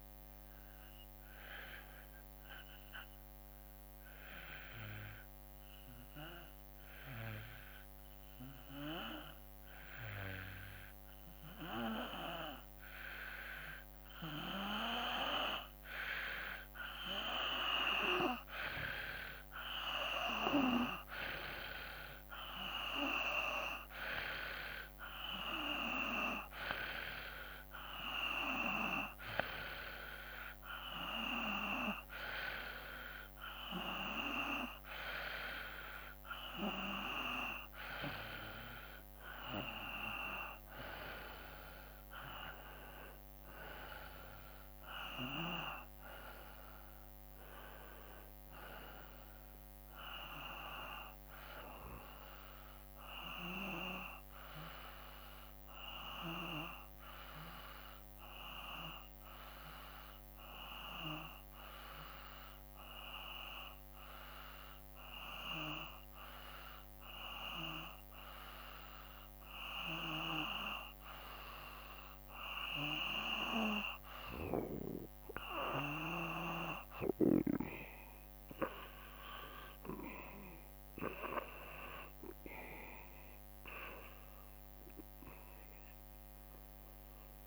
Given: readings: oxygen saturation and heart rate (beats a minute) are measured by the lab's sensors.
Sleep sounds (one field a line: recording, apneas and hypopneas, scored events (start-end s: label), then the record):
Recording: breathing in sleep by a microphone on the trachea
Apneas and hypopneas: 2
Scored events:
2.50-14.00 s: obstructive apnea (oxygen 96% before, 90% lowest, heart rate 56 before, 55 extreme, up 4 after)
15.50-38.50 s: oxygen desaturation (device-marked, oxygen 95% before, 90% lowest, heart rate 55 before, 55 extreme)
17.00-21.00 s: arousal
47.50-51.50 s: arousal
55.50-75.50 s: hypopnea (oxygen 95% before, 91% lowest, heart rate 56 before, 53 extreme, up 4 after)
72.50-87.47 s: oxygen desaturation (device-marked, oxygen 95% before, 91% lowest, heart rate 55 before, 53 extreme)
85.00-87.47 s: arousal
From the record:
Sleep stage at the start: N2 (light sleep)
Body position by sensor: on the back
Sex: male